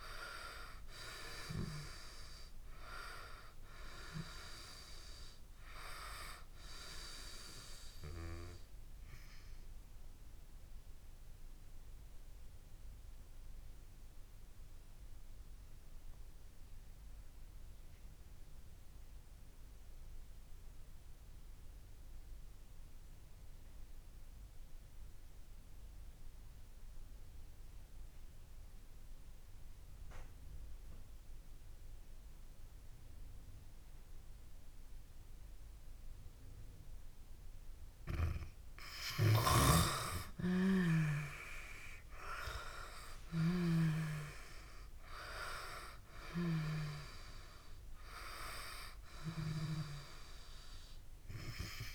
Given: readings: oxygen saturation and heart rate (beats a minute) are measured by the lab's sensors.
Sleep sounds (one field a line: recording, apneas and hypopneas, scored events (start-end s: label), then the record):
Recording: breathing in sleep by a room microphone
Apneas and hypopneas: 1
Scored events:
0.00-23.50 s: oxygen desaturation (device-marked, oxygen 82% lowest)
10.00-37.00 s: obstructive apnea (oxygen 98% before, 81% lowest)
36.50-51.95 s: oxygen desaturation (device-marked, oxygen 98% before, 81% lowest)
41.00-44.00 s: arousal
From the record:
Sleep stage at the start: N2 (light sleep)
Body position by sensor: on the back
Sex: female